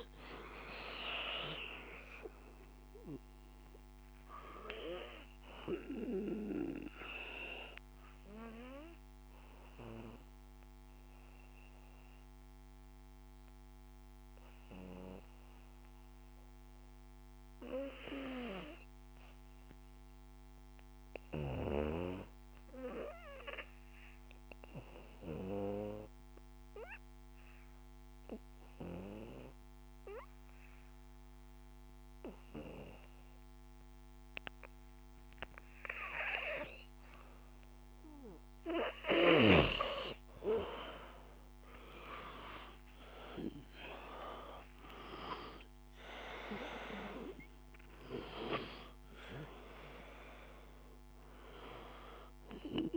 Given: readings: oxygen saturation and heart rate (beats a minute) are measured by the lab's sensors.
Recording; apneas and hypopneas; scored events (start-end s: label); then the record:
breathing in sleep by a microphone on the trachea; 1
0.00-15.00 s: oxygen desaturation (device-marked, oxygen 91% lowest, heart rate 52 extreme)
4.00-37.00 s: obstructive apnea (oxygen 97% before, 89% lowest, heart rate 54 before, 52 extreme, up 4 after)
40.00-52.97 s: oxygen desaturation (device-marked, oxygen 98% before, 89% lowest, heart rate 54 before, 52 extreme)
41.50-46.00 s: arousal
From the record:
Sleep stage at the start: N2 (light sleep); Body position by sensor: on the back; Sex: male